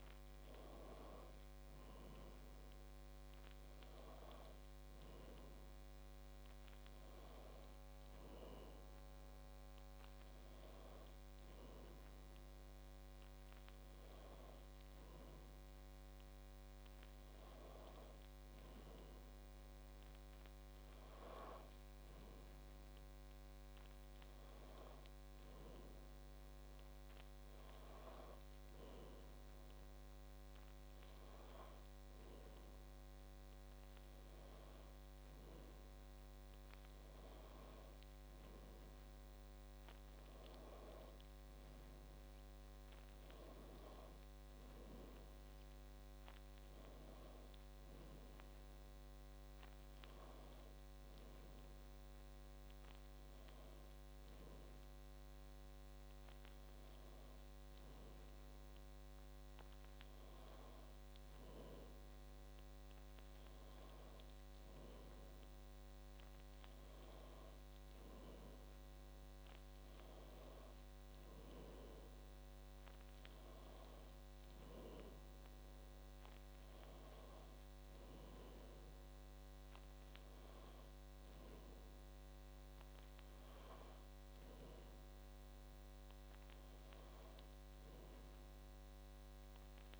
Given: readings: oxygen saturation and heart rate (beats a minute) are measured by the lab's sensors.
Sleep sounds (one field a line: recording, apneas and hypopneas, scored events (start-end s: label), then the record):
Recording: breathing in sleep, hard to hear, by a microphone on the trachea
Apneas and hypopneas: none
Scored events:
11.50-90.00 s: new sleep stage, N2 (light sleep)
From the record:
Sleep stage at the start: N1 (lightest sleep)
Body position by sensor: on the back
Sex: female